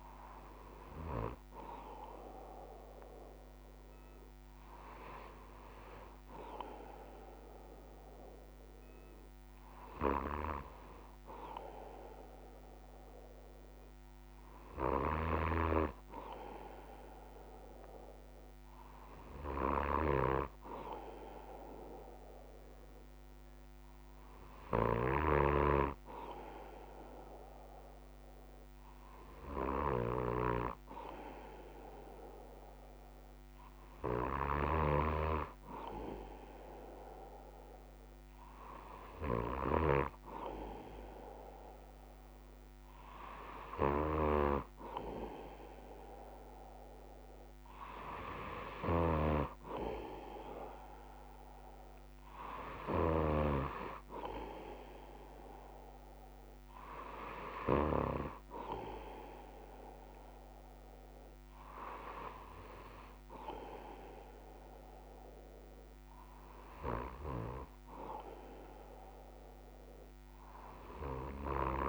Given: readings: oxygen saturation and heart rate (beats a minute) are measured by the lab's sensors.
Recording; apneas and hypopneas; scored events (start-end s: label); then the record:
breathing in sleep by a microphone on the trachea; none
30.00-71.89 s: new sleep stage, N3 (deep sleep)
From the record:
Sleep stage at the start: N2 (light sleep); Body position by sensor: on the left side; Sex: male